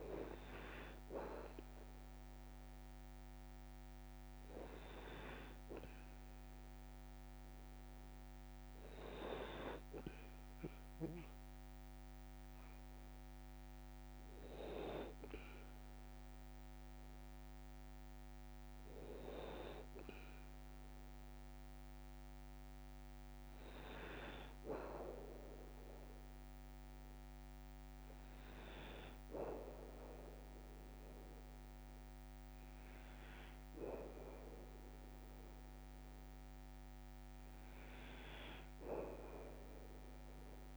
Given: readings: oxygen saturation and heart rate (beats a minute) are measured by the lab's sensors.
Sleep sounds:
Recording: breathing in sleep by a microphone on the trachea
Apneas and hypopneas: none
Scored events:
none scored
From the record:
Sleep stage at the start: N2 (light sleep)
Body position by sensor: on the back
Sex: male

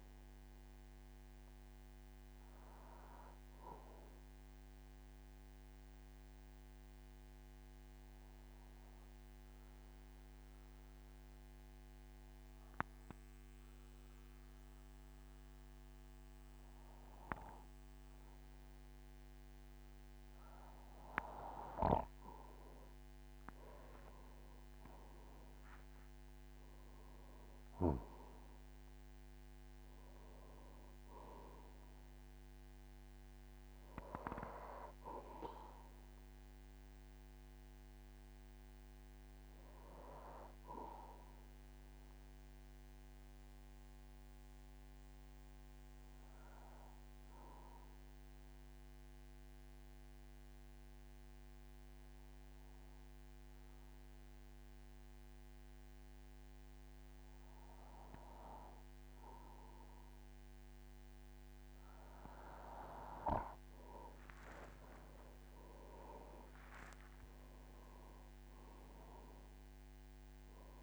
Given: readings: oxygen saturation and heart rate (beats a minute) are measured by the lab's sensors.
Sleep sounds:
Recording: breathing in sleep by a microphone on the trachea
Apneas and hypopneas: 2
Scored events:
0.00-8.50 s: oxygen desaturation (device-marked, oxygen 92% lowest, heart rate 47 extreme)
2.50-20.50 s: obstructive apnea (oxygen 98% before, 92% lowest, heart rate 57 before, 47 extreme, up 11 after)
23.50-51.50 s: oxygen desaturation (device-marked, oxygen 98% before, 92% lowest, heart rate 52 before, 47 extreme)
24.00-28.00 s: arousal
41.50-61.00 s: obstructive apnea (oxygen 98% before, 92% lowest, heart rate 55 before, 47 extreme, up 36 after)
64.00-69.00 s: arousal
65.00-67.00 s: long interval between heartbeats (device-marked, heart rate 48 before, 70 extreme)
66.50-70.83 s: oxygen desaturation (device-marked, oxygen 98% before, 93% lowest, heart rate 51 before, 47 extreme)
From the record:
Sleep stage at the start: N2 (light sleep)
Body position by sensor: on the back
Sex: male

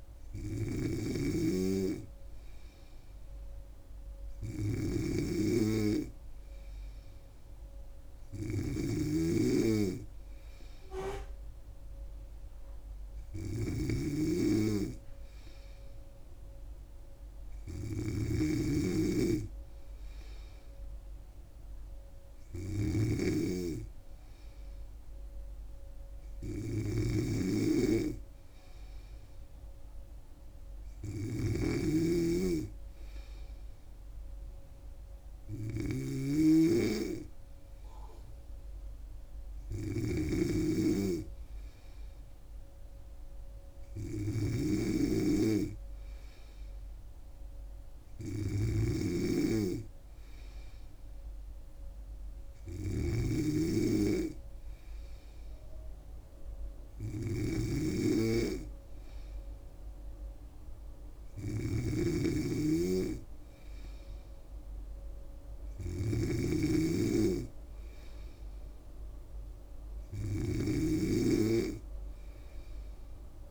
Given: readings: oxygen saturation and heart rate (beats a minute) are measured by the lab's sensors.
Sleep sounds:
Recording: breathing in sleep by a room microphone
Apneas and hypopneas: none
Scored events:
0.00-73.50 s: snoring (device-marked)
From the record:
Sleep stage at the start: N3 (deep sleep)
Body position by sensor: on the back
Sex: female

